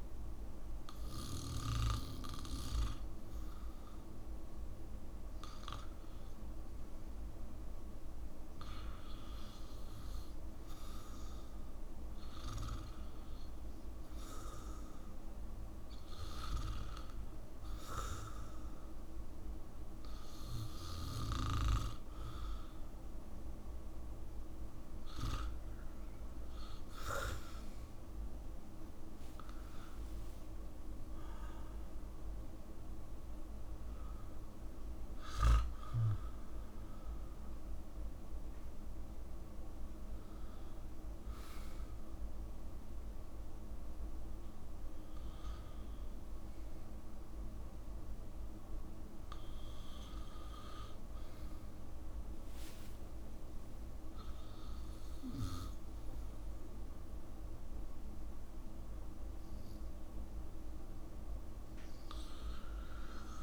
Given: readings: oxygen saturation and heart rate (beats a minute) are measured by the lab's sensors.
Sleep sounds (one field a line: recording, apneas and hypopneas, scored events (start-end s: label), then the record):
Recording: breathing in sleep by a room microphone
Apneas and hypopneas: none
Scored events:
0.00-1.50 s: arousal
6.00-37.00 s: oxygen desaturation (device-marked, oxygen 93% before, 88% lowest, heart rate 70 before, 68 extreme)
31.00-34.50 s: arousal
53.00-55.00 s: long interval between heartbeats (device-marked, heart rate 75 before, 91 extreme)
From the record:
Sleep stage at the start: N2 (light sleep)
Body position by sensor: on the back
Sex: male